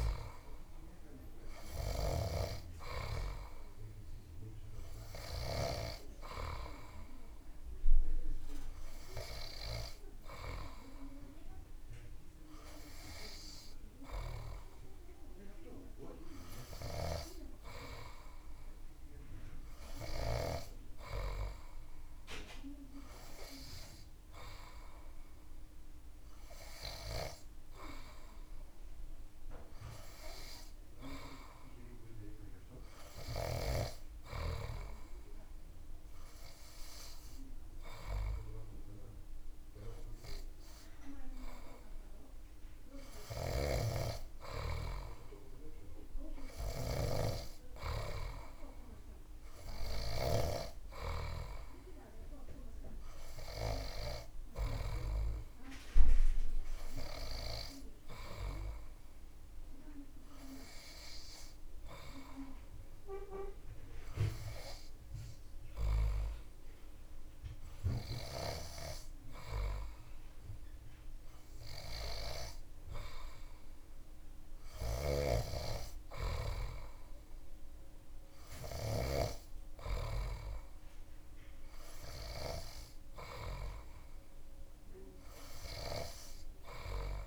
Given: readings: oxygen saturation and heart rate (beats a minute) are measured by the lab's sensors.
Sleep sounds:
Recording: breathing in sleep by a room microphone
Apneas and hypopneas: none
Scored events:
0.00-1.50 s: arousal
From the record:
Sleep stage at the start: N3 (deep sleep)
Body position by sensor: on the back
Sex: male

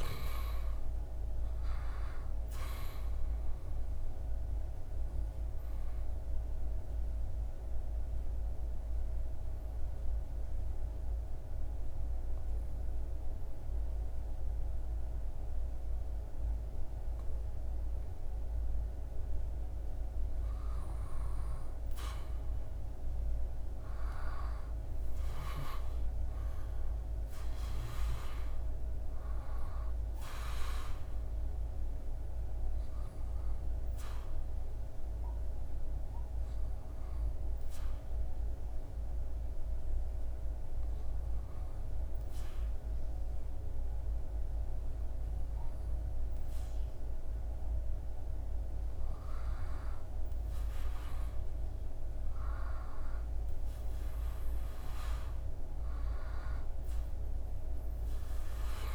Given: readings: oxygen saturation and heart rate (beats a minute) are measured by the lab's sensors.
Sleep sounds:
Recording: breathing in sleep, hard to hear, by a room microphone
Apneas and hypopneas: 2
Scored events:
4.00-18.00 s: obstructive apnea (oxygen 97% before, 92% lowest, heart rate 79 before, 76 extreme, up 5 after)
21.50-25.50 s: arousal
25.00-45.00 s: oxygen desaturation (device-marked, oxygen 98% before, 92% lowest, heart rate 78 before, 75 extreme)
32.50-47.50 s: obstructive apnea (oxygen 98% before, 92% lowest, heart rate 79 before, 75 extreme, up 7 after)
50.00-53.50 s: arousal
From the record:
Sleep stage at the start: N2 (light sleep)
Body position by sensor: on the back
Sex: male

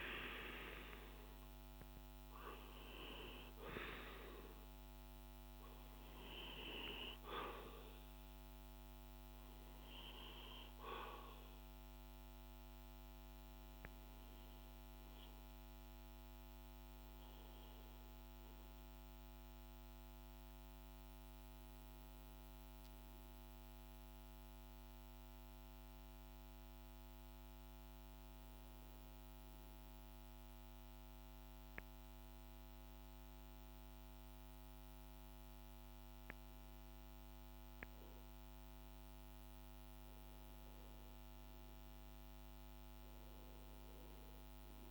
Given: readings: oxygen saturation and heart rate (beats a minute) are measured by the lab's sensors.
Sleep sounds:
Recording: breathing in sleep by a microphone on the trachea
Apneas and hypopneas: none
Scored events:
none scored
From the record:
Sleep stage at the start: REM sleep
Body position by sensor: on the back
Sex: male

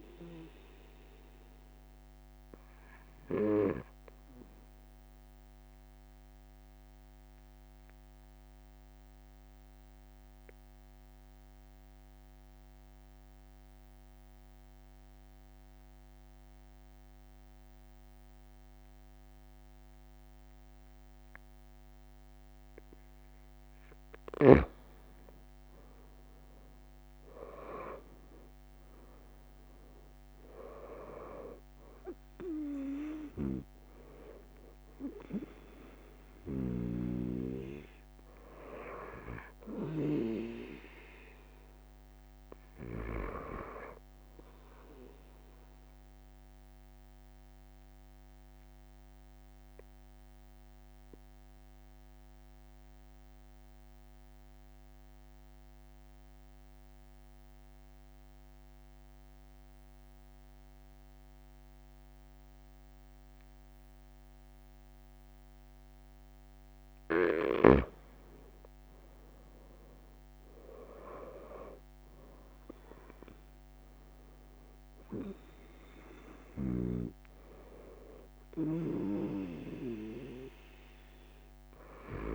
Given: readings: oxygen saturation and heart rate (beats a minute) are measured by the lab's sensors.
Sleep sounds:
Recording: breathing in sleep by a microphone on the trachea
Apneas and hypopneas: 2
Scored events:
1.50-23.00 s: obstructive apnea (oxygen 97% before, 92% lowest)
23.50-25.50 s: long interval between heartbeats (device-marked, heart rate 45 before, 46 extreme)
26.00-30.00 s: arousal
37.50-39.50 s: long interval between heartbeats (device-marked)
44.50-66.50 s: obstructive apnea (oxygen 97% before, 92% lowest)
45.00-59.00 s: oxygen desaturation (device-marked, oxygen 95% before, 92% lowest)
69.50-75.00 s: arousal
70.50-72.50 s: long interval between heartbeats (device-marked, heart rate 45 before, 37 extreme)
From the record:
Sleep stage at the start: N2 (light sleep)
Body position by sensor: on the right side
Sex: male

